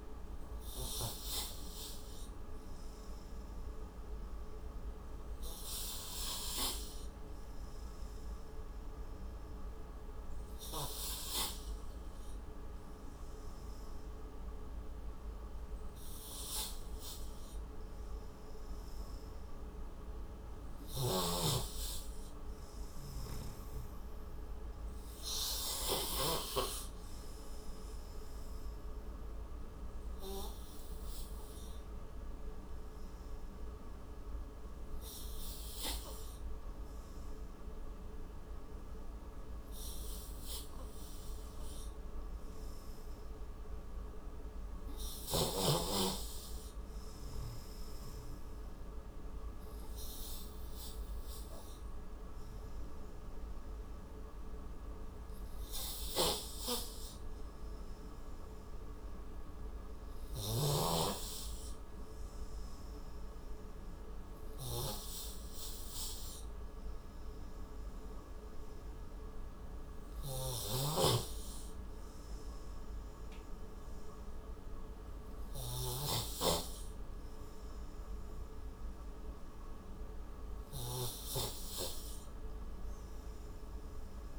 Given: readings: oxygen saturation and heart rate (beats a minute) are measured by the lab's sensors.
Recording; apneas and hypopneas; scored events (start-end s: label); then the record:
breathing in sleep by a room microphone; 1
0.00-3.00 s: oxygen desaturation (device-marked, oxygen 90% lowest, heart rate 48 extreme)
21.00-26.50 s: snoring (device-marked)
29.00-42.00 s: obstructive apnea (oxygen 93% before, 90% lowest, heart rate 63 before, 54 extreme, up 30 after)
45.00-48.50 s: arousal
70.50-76.50 s: snoring (device-marked)
From the record:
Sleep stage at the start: N3 (deep sleep); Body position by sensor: on the right side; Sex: male